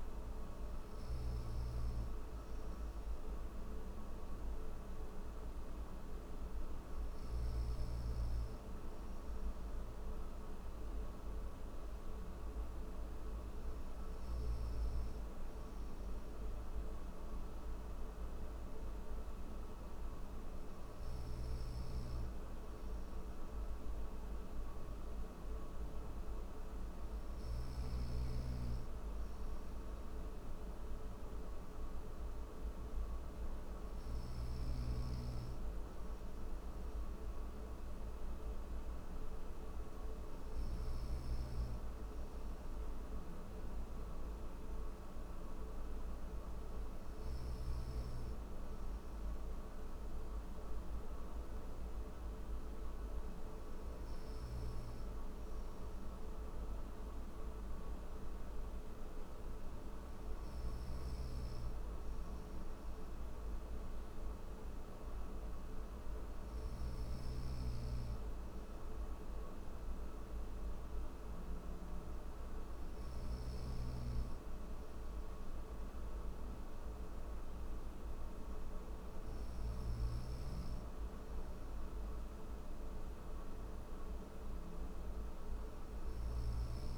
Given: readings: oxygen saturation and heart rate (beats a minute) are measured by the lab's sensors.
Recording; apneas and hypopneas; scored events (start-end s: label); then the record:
breathing in sleep, hard to hear, by a room microphone; none
53.50-66.00 s: snoring (device-marked)
74.00-86.98 s: new sleep stage, N3 (deep sleep)
From the record:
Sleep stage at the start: N1 (lightest sleep); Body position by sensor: on the right side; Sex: male